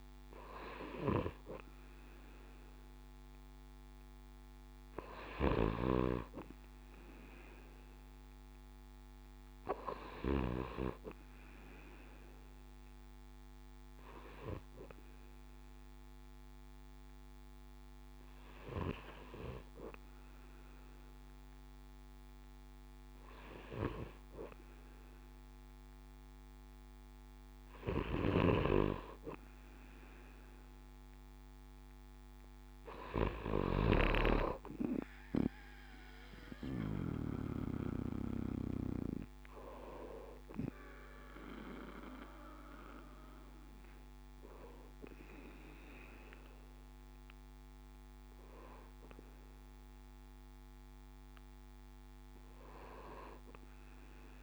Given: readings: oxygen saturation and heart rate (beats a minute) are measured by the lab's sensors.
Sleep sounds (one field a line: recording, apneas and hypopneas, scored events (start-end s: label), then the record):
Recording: breathing in sleep by a microphone on the trachea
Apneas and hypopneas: none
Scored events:
5.50-10.50 s: snoring (device-marked)
33.50-37.00 s: snoring (device-marked)
From the record:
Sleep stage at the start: N2 (light sleep)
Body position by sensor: on the back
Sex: male